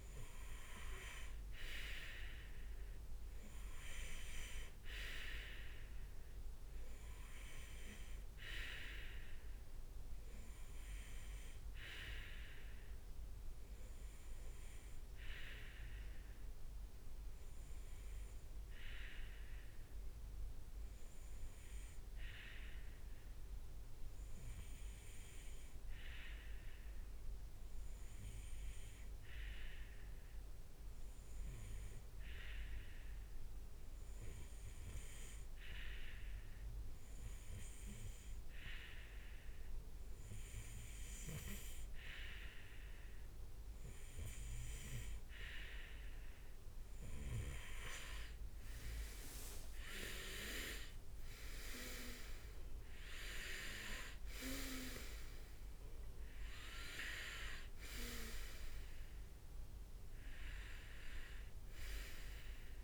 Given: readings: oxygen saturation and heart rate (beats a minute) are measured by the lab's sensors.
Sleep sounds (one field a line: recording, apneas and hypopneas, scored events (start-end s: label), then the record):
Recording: breathing in sleep by a room microphone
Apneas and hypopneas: 1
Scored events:
0.00-2.50 s: arousal
19.00-43.00 s: hypopnea (oxygen 96% before, 95% lowest, heart rate 69 before, 66 extreme, up 5 after)
47.50-52.00 s: leg movement (device-marked)
49.00-54.50 s: arousal
From the record:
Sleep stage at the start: REM sleep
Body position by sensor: on the right side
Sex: male